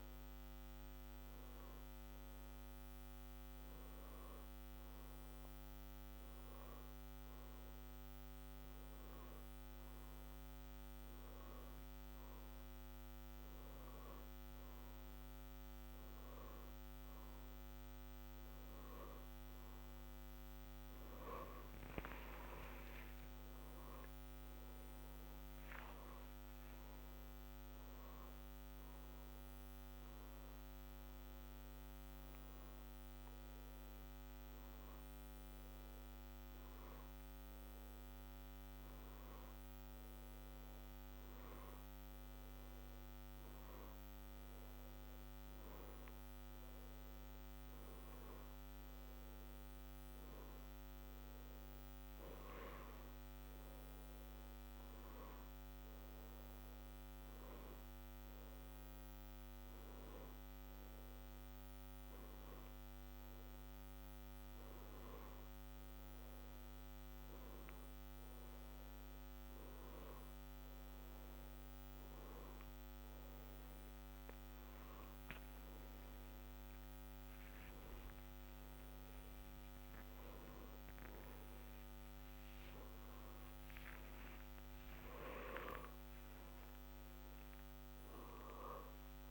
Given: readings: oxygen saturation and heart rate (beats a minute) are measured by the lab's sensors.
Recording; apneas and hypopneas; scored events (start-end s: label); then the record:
breathing in sleep, hard to hear, by a microphone on the trachea; 1
18.50-24.00 s: arousal
40.50-51.50 s: hypopnea (oxygen 94% before, 91% lowest, heart rate 81 before, 60 extreme, up 0 after)
53.50-58.00 s: arousal
79.00-84.00 s: arousal
From the record:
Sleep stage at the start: N1 (lightest sleep); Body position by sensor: on the back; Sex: male